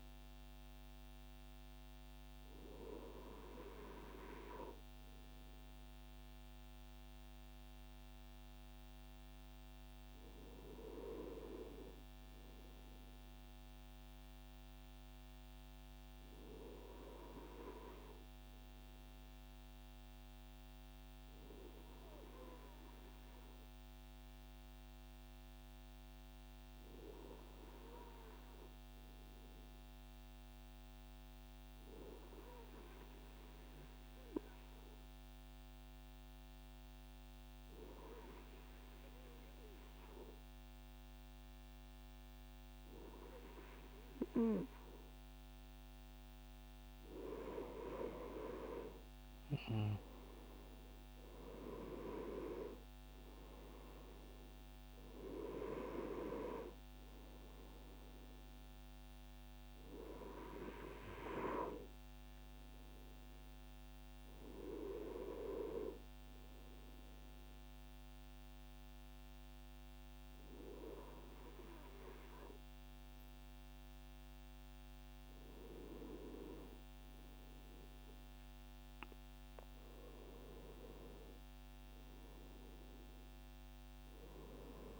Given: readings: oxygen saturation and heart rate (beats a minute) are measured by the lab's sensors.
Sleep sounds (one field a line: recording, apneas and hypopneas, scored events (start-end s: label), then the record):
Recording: breathing in sleep by a microphone on the trachea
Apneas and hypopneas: 1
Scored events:
23.50-44.50 s: obstructive apnea (oxygen 97% before, 94% lowest, heart rate 62 before, 61 extreme, up 8 after)
45.50-49.50 s: arousal
74.50-85.00 s: new sleep stage, awake
From the record:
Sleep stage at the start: N2 (light sleep)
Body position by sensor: on the front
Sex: male